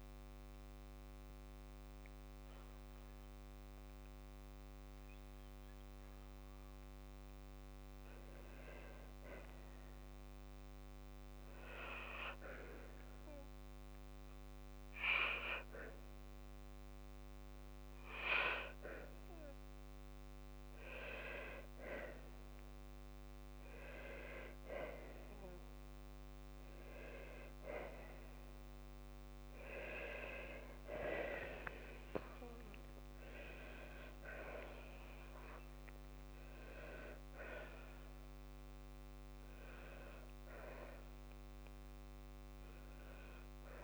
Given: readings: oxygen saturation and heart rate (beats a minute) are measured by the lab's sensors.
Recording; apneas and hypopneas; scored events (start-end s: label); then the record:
breathing in sleep by a microphone on the trachea; 1
0.00-12.00 s: oxygen desaturation (device-marked, oxygen 94% lowest, heart rate 51 extreme)
8.00-29.50 s: obstructive apnea (oxygen 98% before, 95% lowest, heart rate 54 before, 54 extreme, up 25 after)
31.00-33.00 s: long interval between heartbeats (device-marked, heart rate 56 before, 78 extreme)
32.00-37.00 s: arousal
From the record:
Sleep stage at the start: N2 (light sleep); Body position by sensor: on the back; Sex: female